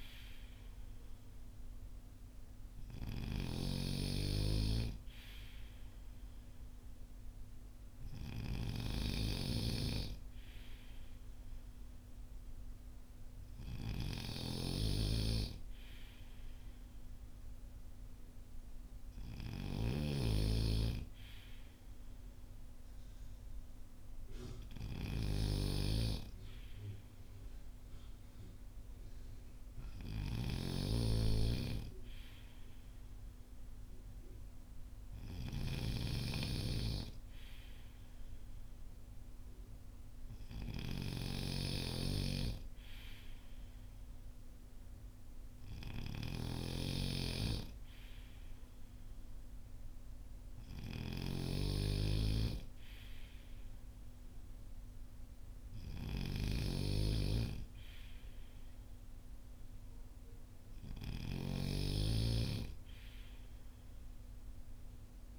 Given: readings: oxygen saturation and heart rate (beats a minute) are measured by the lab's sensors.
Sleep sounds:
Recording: breathing in sleep by a room microphone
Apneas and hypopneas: none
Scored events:
0.00-65.39 s: snoring (device-marked)
From the record:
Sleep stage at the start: N3 (deep sleep)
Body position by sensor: on the front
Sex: male

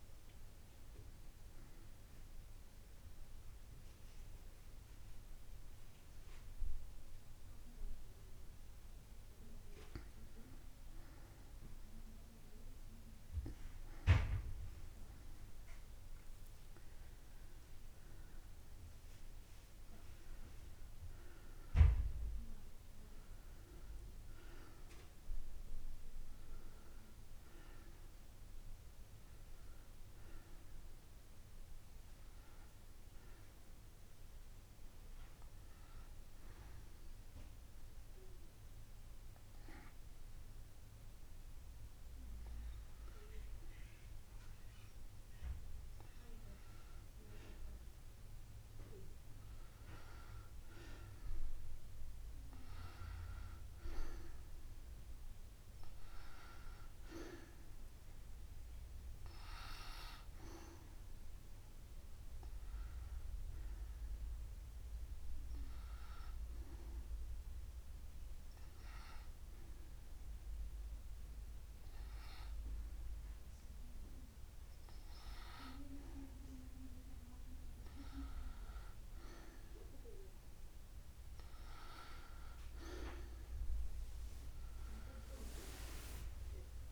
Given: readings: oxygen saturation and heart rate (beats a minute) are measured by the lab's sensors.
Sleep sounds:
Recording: a person partly awake in a sleep study, by a room microphone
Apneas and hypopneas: 2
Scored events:
0.00-8.50 s: oxygen desaturation (device-marked, oxygen 90% lowest)
17.50-86.92 s: new sleep stage, N2 (light sleep)
27.50-50.50 s: oxygen desaturation (device-marked, oxygen 94% before, 88% lowest)
33.00-43.50 s: hypopnea (oxygen 94% before, 88% lowest)
52.50-57.50 s: arousal
64.50-76.50 s: oxygen desaturation (device-marked, oxygen 95% before, 91% lowest)
66.00-76.00 s: hypopnea (oxygen 95% before, 89% lowest)
79.50-85.00 s: arousal
From the record:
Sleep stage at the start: awake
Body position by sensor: on the back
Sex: female

